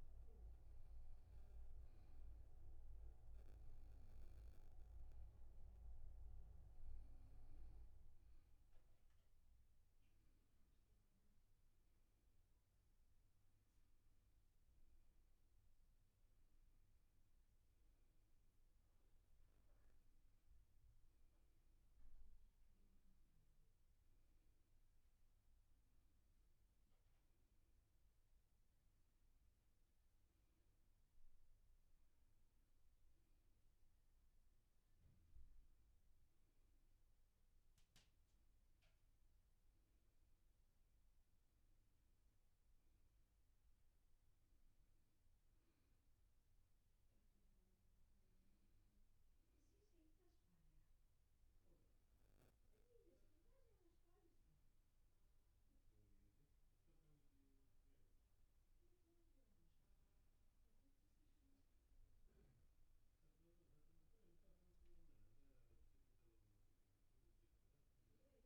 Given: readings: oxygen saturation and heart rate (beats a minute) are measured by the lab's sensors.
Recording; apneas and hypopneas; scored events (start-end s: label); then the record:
breathing in sleep, hard to hear, by a room microphone; 1
0.50-10.50 s: hypopnea (oxygen 97% before, 94% lowest, heart rate 74 before, 73 extreme, up 2 after)
12.00-15.50 s: arousal
From the record:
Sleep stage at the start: N2 (light sleep); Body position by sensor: on the back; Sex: male